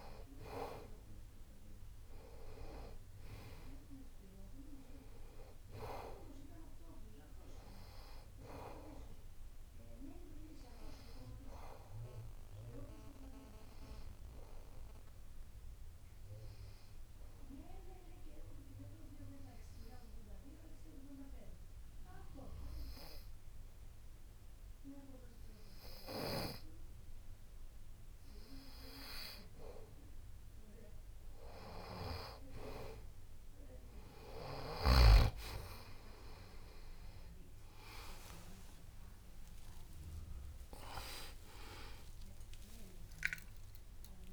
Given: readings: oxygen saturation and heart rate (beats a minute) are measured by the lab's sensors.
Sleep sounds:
breathing in sleep by a room microphone; 1
16.00-29.00 s: obstructive apnea (oxygen 93% before, 92% lowest)
41.00-44.32 s: arousal
From the record:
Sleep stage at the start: N2 (light sleep); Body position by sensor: on the back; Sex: male

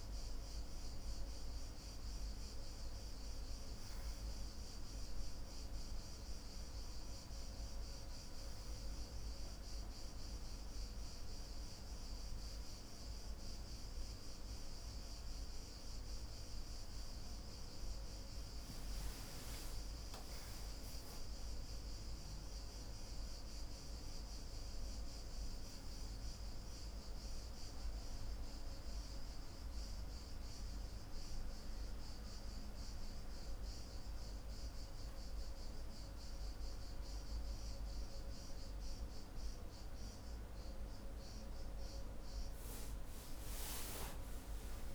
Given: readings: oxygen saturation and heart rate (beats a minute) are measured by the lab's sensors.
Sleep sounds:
a person awake in a sleep study, hard to hear, by a room microphone; none
2.50-20.50 s: oxygen desaturation (device-marked, oxygen 97% before, 93% lowest, heart rate 60 before, 56 extreme)
23.50-44.95 s: new sleep stage, N2 (light sleep)
From the record:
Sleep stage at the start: awake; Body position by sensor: on the left side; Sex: male

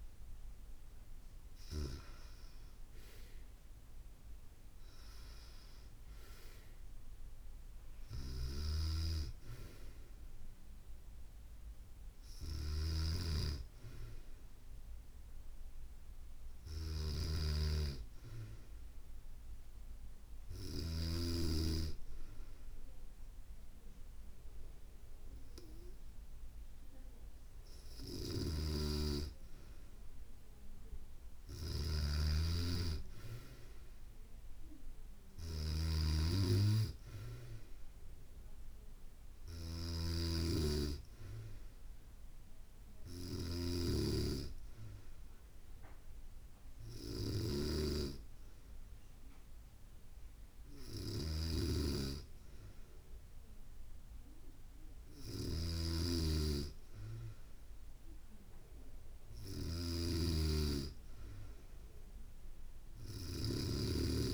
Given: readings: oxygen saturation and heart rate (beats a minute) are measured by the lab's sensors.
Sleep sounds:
breathing in sleep by a room microphone; none
2.00-6.00 s: arousal
8.00-20.50 s: snoring (device-marked)
27.50-64.34 s: snoring (device-marked)
From the record:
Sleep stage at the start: N2 (light sleep); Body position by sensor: on the back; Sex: female

